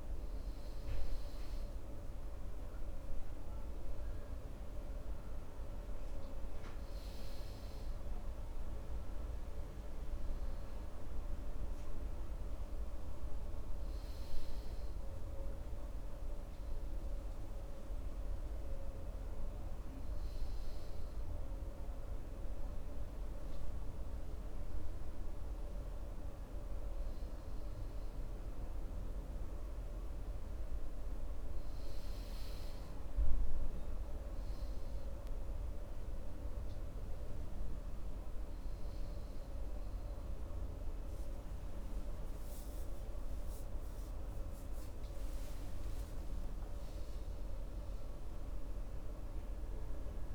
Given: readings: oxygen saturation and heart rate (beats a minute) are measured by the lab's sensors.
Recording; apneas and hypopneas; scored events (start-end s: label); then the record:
breathing in sleep, hard to hear, by a room microphone; none
43.00-48.50 s: arousal
From the record:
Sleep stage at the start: N2 (light sleep); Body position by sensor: on the right side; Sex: male